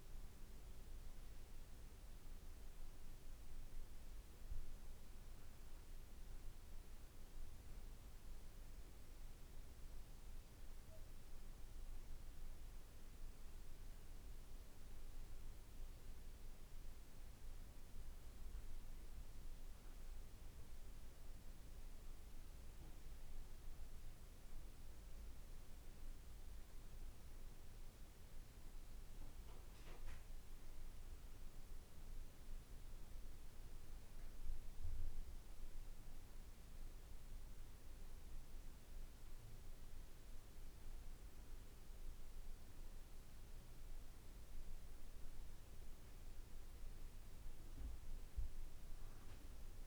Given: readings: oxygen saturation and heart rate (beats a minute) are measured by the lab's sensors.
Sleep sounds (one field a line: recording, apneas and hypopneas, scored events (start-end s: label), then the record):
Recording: breathing in sleep, hard to hear, by a room microphone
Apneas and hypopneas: none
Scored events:
none scored
From the record:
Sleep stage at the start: N1 (lightest sleep)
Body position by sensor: on the back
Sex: male